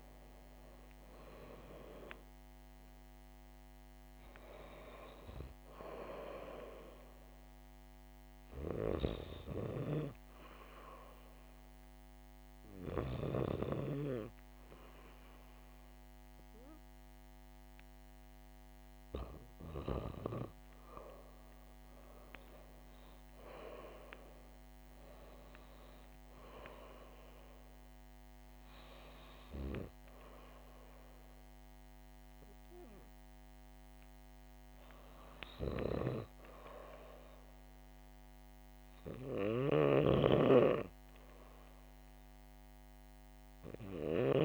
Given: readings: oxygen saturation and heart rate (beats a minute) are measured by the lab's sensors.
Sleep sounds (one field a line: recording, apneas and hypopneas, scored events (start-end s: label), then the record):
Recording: breathing in sleep by a microphone on the trachea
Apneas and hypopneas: none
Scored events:
39.50-44.45 s: snoring (device-marked)
From the record:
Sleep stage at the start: REM sleep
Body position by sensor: on the back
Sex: female